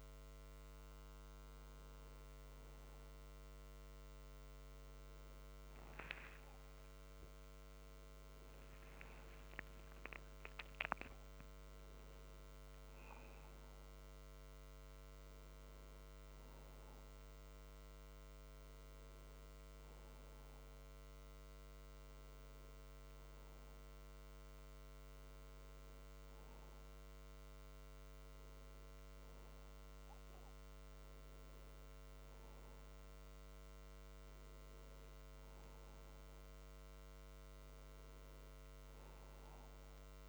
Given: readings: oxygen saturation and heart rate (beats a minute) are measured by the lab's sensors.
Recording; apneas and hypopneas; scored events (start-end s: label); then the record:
a person awake in a sleep study, hard to hear, by a microphone on the trachea; none
none scored
From the record:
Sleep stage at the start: awake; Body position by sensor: on the back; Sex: male